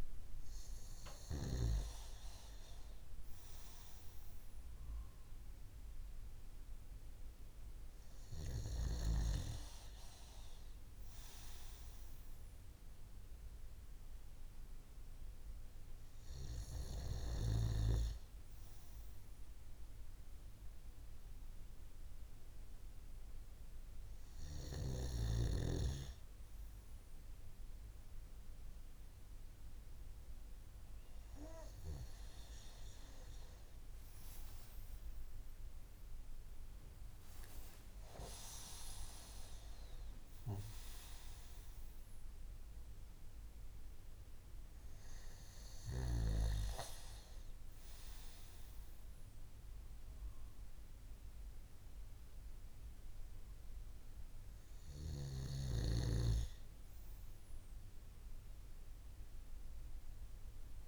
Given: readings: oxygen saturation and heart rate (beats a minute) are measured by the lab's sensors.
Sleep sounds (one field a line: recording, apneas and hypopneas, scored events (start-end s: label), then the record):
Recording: breathing in sleep by a room microphone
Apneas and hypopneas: none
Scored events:
32.50-37.50 s: arousal
From the record:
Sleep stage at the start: N2 (light sleep)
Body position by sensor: on the right side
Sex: male